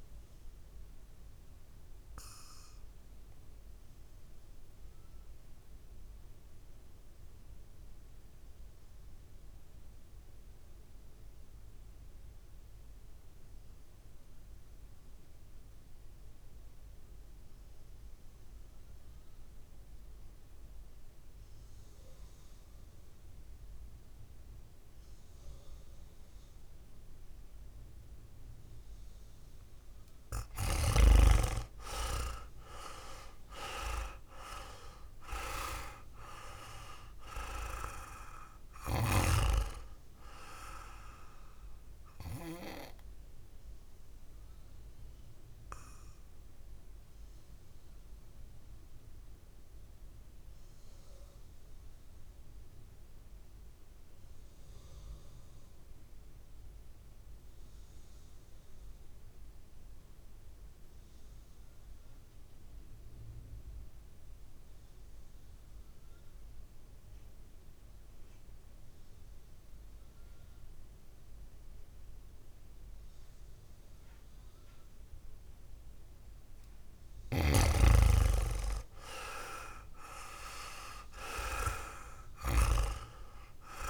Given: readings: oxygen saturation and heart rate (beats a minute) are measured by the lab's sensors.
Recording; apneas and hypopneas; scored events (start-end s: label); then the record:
breathing in sleep by a room microphone; 2
0.00-13.00 s: oxygen desaturation (device-marked, oxygen 92% lowest, heart rate 54 extreme)
1.50-30.00 s: obstructive apnea (oxygen 100% before, 85% lowest, heart rate 60 before, 53 extreme, up 8 after)
27.00-57.00 s: oxygen desaturation (device-marked, oxygen 99% before, 85% lowest, heart rate 58 before, 53 extreme)
31.50-35.00 s: arousal
42.50-76.50 s: obstructive apnea (oxygen 99% before, 85% lowest, heart rate 63 before, 53 extreme, up 6 after)
73.00-83.90 s: oxygen desaturation (device-marked, oxygen 99% before, 88% lowest, heart rate 58 before, 53 extreme)
78.50-82.50 s: arousal
From the record:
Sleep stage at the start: N2 (light sleep); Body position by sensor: on the back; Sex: male